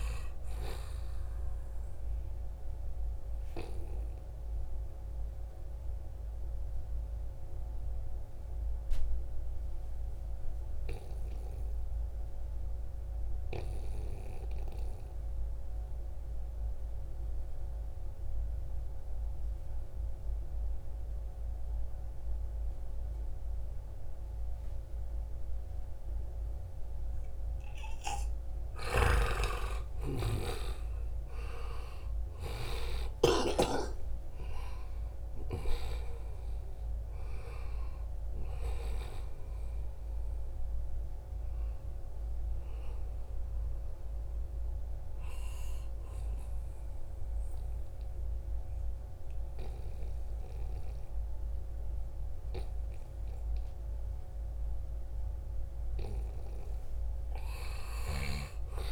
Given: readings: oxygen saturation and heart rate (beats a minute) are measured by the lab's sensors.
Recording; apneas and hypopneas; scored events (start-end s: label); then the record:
breathing in sleep by a room microphone; 1
1.50-27.50 s: obstructive apnea (oxygen 96% before, 87% lowest, heart rate 74 before, 70 extreme, up 13 after)
23.50-54.50 s: oxygen desaturation (device-marked, oxygen 95% before, 87% lowest, heart rate 75 before, 71 extreme)
28.50-33.50 s: snoring (device-marked)
29.00-32.50 s: arousal
33.00-35.00 s: long interval between heartbeats (device-marked, heart rate 72 before, 81 extreme)
57.00-58.92 s: arousal
From the record:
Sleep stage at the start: N2 (light sleep); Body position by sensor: on the right side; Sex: male